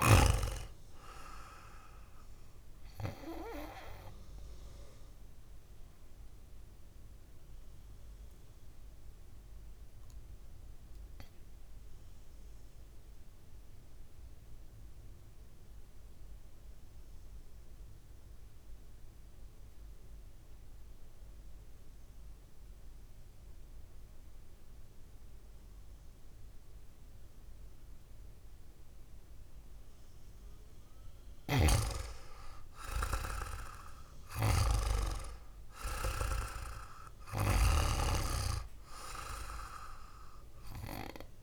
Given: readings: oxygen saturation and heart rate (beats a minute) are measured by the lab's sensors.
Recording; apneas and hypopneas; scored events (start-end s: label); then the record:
breathing in sleep by a room microphone; 1
0.00-19.50 s: oxygen desaturation (device-marked, oxygen 87% lowest, heart rate 55 extreme)
7.50-29.50 s: obstructive apnea (oxygen 99% before, 86% lowest, heart rate 61 before, 54 extreme, up 4 after)
32.50-35.50 s: arousal
33.50-41.43 s: oxygen desaturation (device-marked, oxygen 99% before, 92% lowest, heart rate 60 before, 54 extreme)
From the record:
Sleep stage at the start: N2 (light sleep); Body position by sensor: on the back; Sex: male